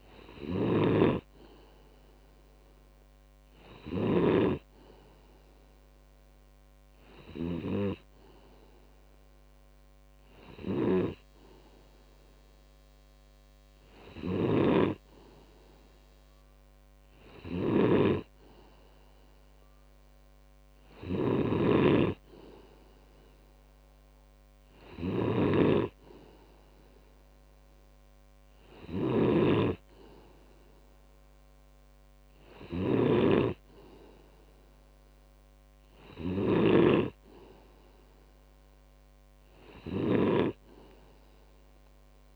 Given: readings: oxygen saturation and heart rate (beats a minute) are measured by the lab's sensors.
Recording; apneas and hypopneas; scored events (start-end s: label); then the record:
breathing in sleep by a microphone on the trachea; none
0.00-4.50 s: snoring (device-marked)
14.00-42.36 s: snoring (device-marked)
From the record:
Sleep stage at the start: N2 (light sleep); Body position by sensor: on the back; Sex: male